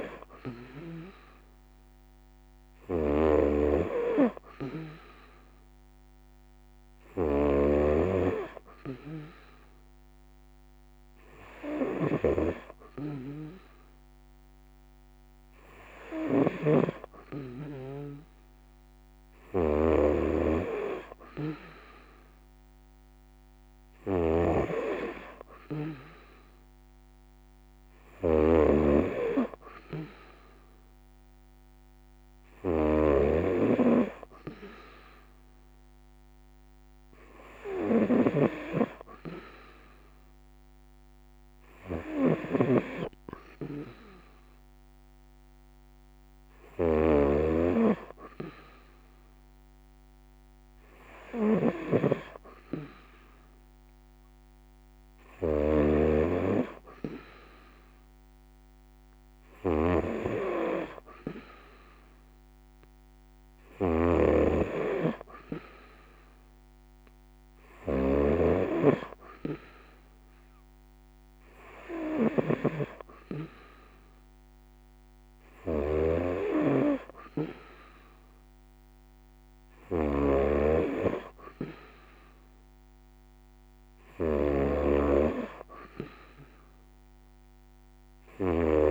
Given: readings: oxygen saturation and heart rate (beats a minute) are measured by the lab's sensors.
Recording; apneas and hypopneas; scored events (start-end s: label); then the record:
breathing in sleep by a microphone on the trachea; none
0.00-88.90 s: snoring (device-marked)
From the record:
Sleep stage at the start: N3 (deep sleep); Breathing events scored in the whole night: 125 in 4.8 hours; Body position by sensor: on the right side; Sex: female